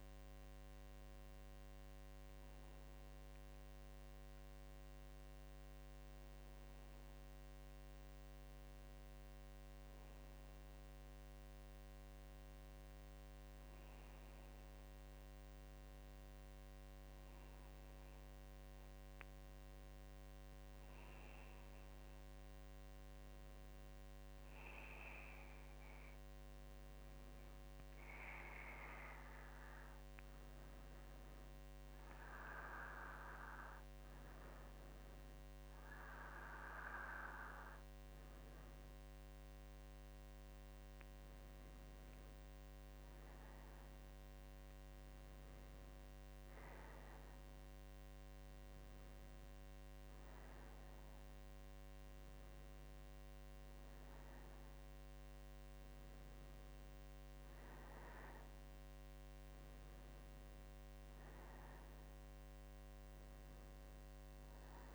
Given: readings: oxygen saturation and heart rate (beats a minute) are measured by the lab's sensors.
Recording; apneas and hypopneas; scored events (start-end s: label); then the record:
breathing in sleep by a microphone on the trachea; none
1.50-64.95 s: new sleep stage, REM sleep
From the record:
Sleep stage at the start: N2 (light sleep); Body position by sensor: on the back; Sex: female